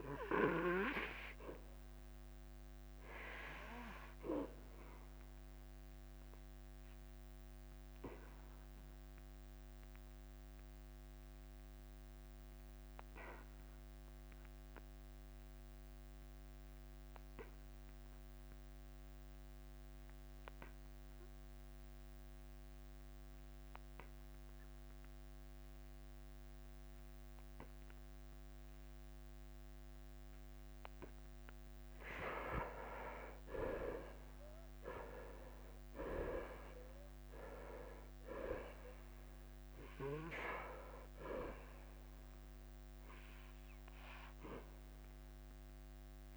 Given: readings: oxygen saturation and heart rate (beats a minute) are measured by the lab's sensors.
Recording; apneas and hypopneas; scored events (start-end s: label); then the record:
breathing in sleep by a microphone on the trachea; 1
0.00-7.50 s: drop in pulse transit time (device-marked, heart rate 87 extreme)
0.00-23.50 s: oxygen desaturation (device-marked, oxygen 80% lowest, heart rate 83 extreme)
7.00-32.00 s: obstructive apnea (oxygen 97% before, 80% lowest, heart rate 89 before, 83 extreme, up 8 after)
31.50-46.37 s: drop in pulse transit time (device-marked, heart rate 88 before, 87 extreme)
34.00-38.50 s: arousal
From the record:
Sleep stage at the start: N2 (light sleep); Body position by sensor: on the back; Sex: male